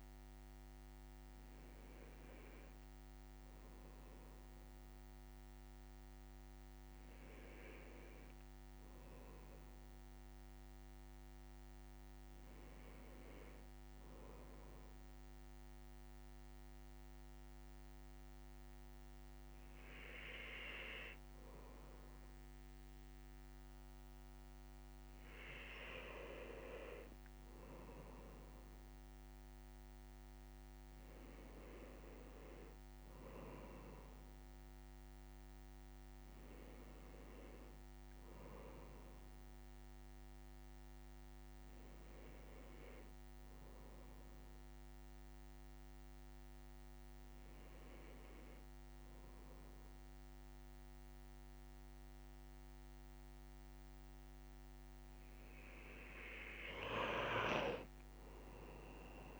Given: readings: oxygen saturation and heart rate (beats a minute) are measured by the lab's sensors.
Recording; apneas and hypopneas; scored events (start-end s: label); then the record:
breathing in sleep by a microphone on the trachea; none
none scored
From the record:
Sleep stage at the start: N1 (lightest sleep); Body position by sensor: on the left side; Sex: male